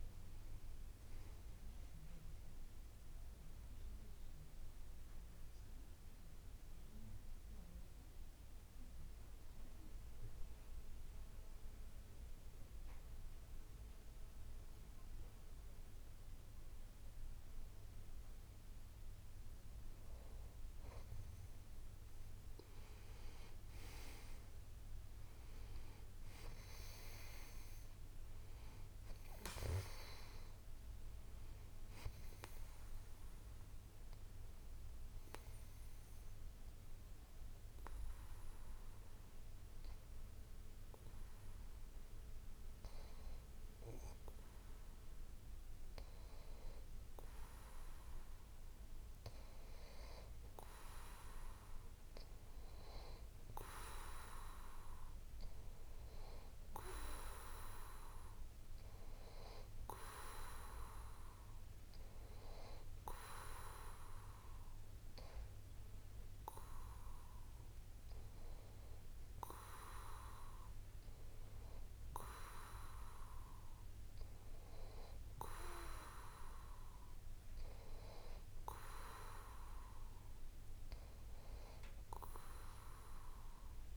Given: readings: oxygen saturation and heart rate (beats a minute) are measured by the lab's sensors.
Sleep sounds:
a person partly awake in a sleep study, by a room microphone; 2
5.50-83.97 s: new sleep stage, N2 (light sleep)
8.50-20.50 s: hypopnea (oxygen 95% before, 92% lowest)
24.50-28.00 s: arousal
26.50-48.50 s: oxygen desaturation (device-marked, oxygen 95% before, 92% lowest)
36.00-49.50 s: hypopnea (oxygen 96% before, 92% lowest)
54.00-57.50 s: arousal
From the record:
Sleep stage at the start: awake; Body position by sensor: on the back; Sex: male

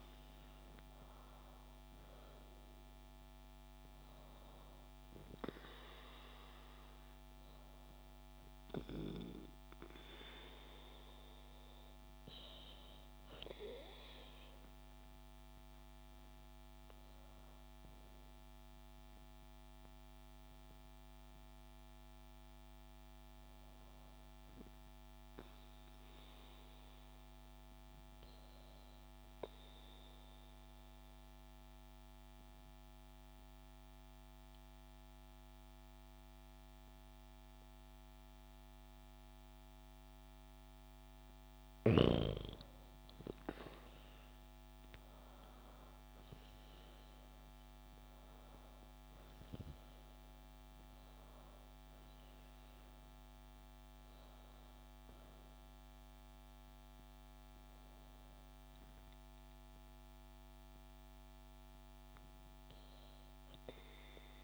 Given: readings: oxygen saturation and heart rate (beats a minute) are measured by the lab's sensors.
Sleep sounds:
breathing in sleep by a microphone on the trachea; 1
0.00-13.50 s: oxygen desaturation (device-marked, oxygen 94% lowest, heart rate 58 extreme)
23.50-25.50 s: bradycardia (device-marked, heart rate 70 before, 60 extreme)
29.00-41.00 s: obstructive apnea (oxygen 97% before, 94% lowest, heart rate 67 before, 63 extreme, up 12 after)
42.50-46.00 s: arousal
From the record:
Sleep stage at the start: N2 (light sleep); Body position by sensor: on the back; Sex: female

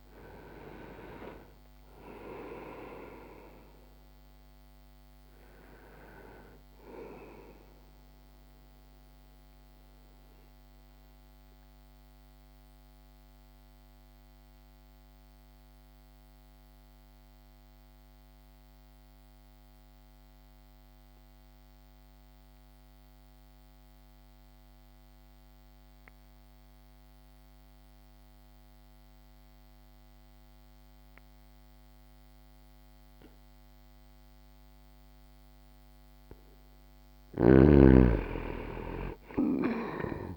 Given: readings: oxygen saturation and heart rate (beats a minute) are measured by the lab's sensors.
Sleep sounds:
breathing in sleep by a microphone on the trachea; 1
0.00-7.50 s: oxygen desaturation (device-marked, oxygen 91% lowest)
8.00-36.00 s: obstructive apnea (oxygen 98% before, 85% lowest)
14.50-33.50 s: oxygen desaturation (device-marked, oxygen 92% before, 85% lowest)
37.50-40.36 s: arousal
From the record:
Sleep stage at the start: N2 (light sleep); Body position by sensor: on the back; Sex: male

